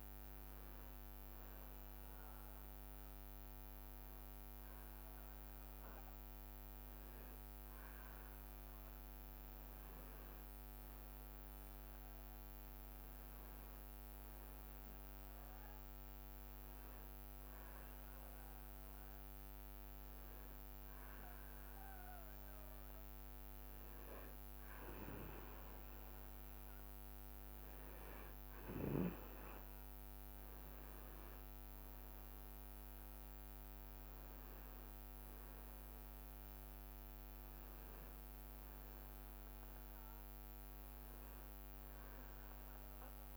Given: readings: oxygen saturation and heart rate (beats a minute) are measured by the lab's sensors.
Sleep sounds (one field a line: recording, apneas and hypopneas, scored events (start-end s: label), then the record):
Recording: breathing in sleep, hard to hear, by a microphone on the trachea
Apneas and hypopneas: none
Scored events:
25.00-30.50 s: leg movement (device-marked)
37.00-40.50 s: arousal
37.50-39.00 s: leg movement (device-marked)
39.00-43.37 s: leg movement (device-marked)
From the record:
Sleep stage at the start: N2 (light sleep)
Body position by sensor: on the back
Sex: male